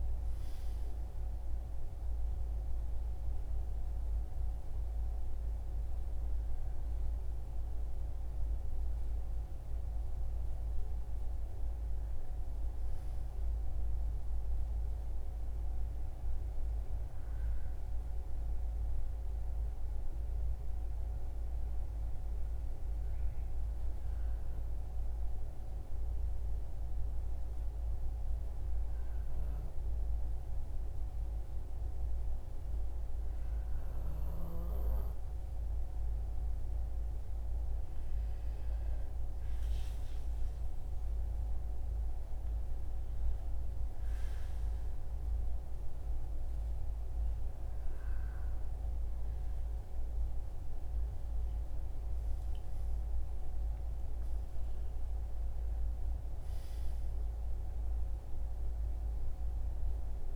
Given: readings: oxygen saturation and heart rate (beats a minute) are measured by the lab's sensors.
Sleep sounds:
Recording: breathing in sleep, hard to hear, by a room microphone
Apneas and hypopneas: 1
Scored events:
0.00-11.00 s: oxygen desaturation (device-marked, oxygen 93% lowest, heart rate 58 extreme)
22.00-34.50 s: hypopnea (oxygen 96% before, 92% lowest, heart rate 63 before, 62 extreme, up 8 after)
36.50-40.00 s: arousal
37.00-57.00 s: oxygen desaturation (device-marked, oxygen 95% before, 92% lowest, heart rate 61 before, 59 extreme)
From the record:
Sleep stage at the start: N2 (light sleep)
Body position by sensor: on the right side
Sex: male

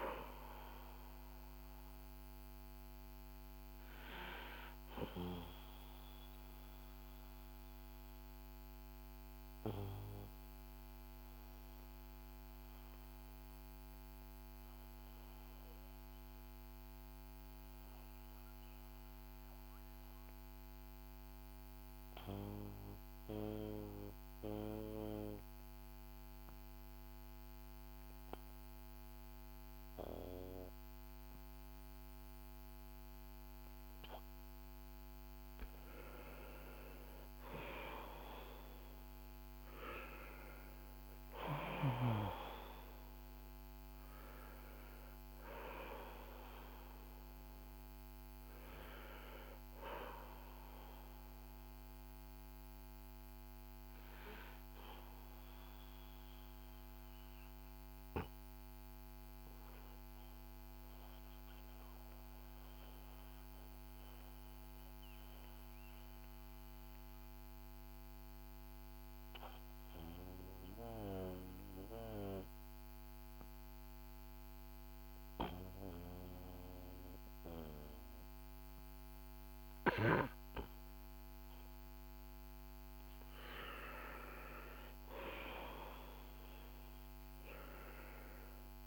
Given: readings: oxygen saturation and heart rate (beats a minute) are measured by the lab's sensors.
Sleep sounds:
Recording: breathing in sleep by a microphone on the trachea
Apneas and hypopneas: 2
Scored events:
0.00-21.00 s: oxygen desaturation (device-marked, oxygen 89% lowest, heart rate 46 extreme)
5.50-36.00 s: mixed apnea (oxygen 97% before, 89% lowest, heart rate 57 before, 46 extreme, up 7 after)
38.00-43.50 s: arousal
43.00-70.00 s: oxygen desaturation (device-marked, oxygen 96% before, 90% lowest, heart rate 56 before, 48 extreme)
51.50-81.50 s: obstructive apnea (oxygen 97% before, 90% lowest, heart rate 57 before, 48 extreme, up 6 after)
86.00-88.87 s: arousal
From the record:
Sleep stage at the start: N2 (light sleep)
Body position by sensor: on the back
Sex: male

